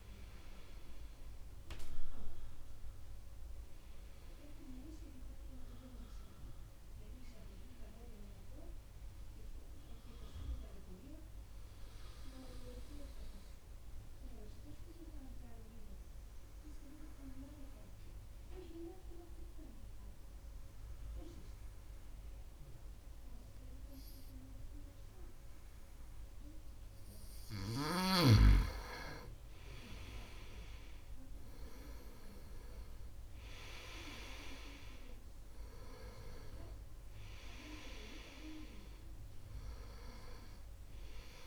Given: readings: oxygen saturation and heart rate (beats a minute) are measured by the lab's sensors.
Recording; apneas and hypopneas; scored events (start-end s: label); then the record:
breathing in sleep by a room microphone; 1
0.00-8.00 s: oxygen desaturation (device-marked, oxygen 91% lowest, heart rate 68 extreme)
11.50-27.00 s: obstructive apnea (oxygen 99% before, 90% lowest, heart rate 72 before, 62 extreme, up 4 after)
29.00-41.46 s: oxygen desaturation (device-marked, oxygen 96% before, 90% lowest, heart rate 70 before, 62 extreme)
29.50-33.50 s: arousal
From the record:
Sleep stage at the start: N2 (light sleep); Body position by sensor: on the right side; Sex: male